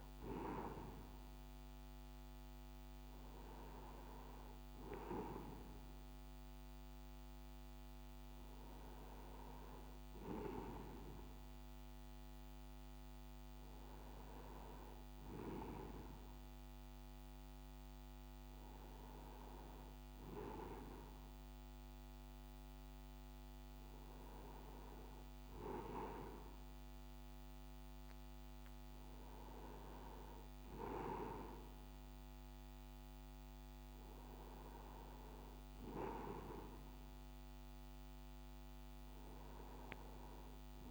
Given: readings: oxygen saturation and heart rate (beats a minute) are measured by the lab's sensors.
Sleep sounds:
breathing in sleep by a microphone on the trachea; none
none scored
From the record:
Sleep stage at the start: N2 (light sleep); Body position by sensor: on the right side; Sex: male

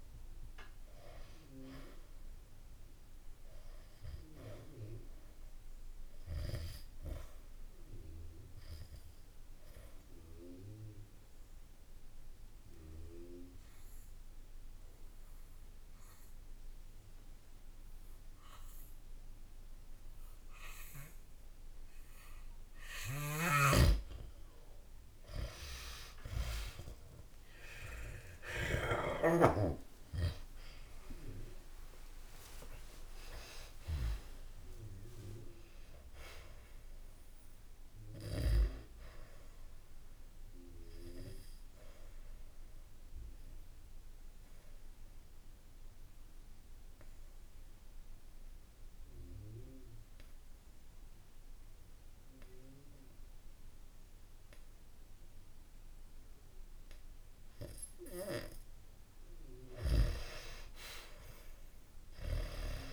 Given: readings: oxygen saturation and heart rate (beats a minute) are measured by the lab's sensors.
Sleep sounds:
breathing in sleep by a room microphone; 2
0.00-18.50 s: oxygen desaturation (device-marked, oxygen 89% lowest, heart rate 64 extreme)
3.00-22.00 s: obstructive apnea (oxygen 96% before, 89% lowest, heart rate 68 before, 64 extreme, up 2 after)
23.00-29.00 s: snoring (device-marked)
27.50-32.50 s: arousal
34.50-52.50 s: oxygen desaturation (device-marked, oxygen 97% before, 90% lowest, heart rate 67 before, 65 extreme)
39.00-58.50 s: obstructive apnea (oxygen 98% before, 90% lowest, heart rate 68 before, 65 extreme, up 0 after)
60.00-62.93 s: arousal
From the record:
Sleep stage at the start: N2 (light sleep); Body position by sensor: on the back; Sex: male

